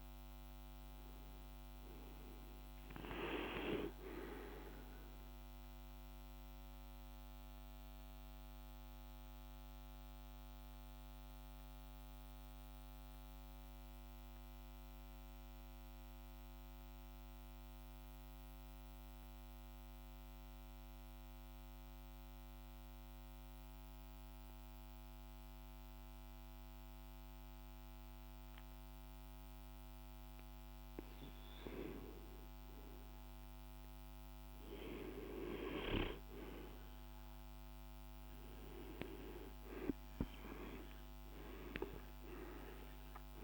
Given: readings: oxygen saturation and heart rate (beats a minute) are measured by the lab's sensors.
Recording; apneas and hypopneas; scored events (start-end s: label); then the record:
breathing in sleep by a microphone on the trachea; 1
0.00-12.00 s: oxygen desaturation (device-marked, oxygen 93% lowest, heart rate 49 extreme)
5.50-31.00 s: mixed apnea (oxygen 97% before, 89% lowest, heart rate 57 before, 49 extreme, up 0 after)
13.00-43.44 s: new sleep stage, N2 (light sleep)
30.00-43.44 s: oxygen desaturation (device-marked, oxygen 98% before, 89% lowest, heart rate 50 before, 46 extreme)
33.50-36.50 s: arousal
From the record:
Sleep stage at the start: N1 (lightest sleep); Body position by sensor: on the back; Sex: male